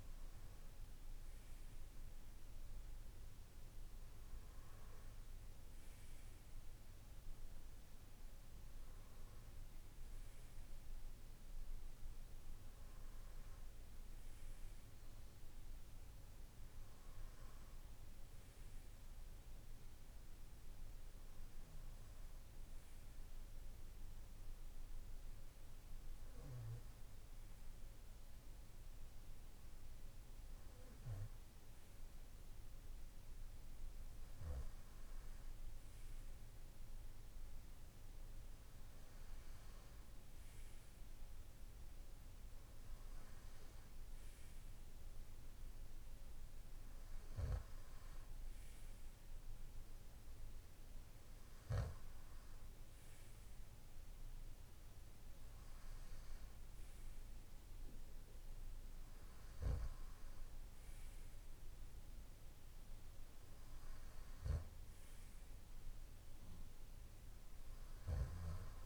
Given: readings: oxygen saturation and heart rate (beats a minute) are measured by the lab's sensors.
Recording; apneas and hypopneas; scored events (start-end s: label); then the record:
breathing in sleep, hard to hear, by a room microphone; none
4.50-9.50 s: arousal
From the record:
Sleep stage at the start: N2 (light sleep); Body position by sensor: on the right side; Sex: male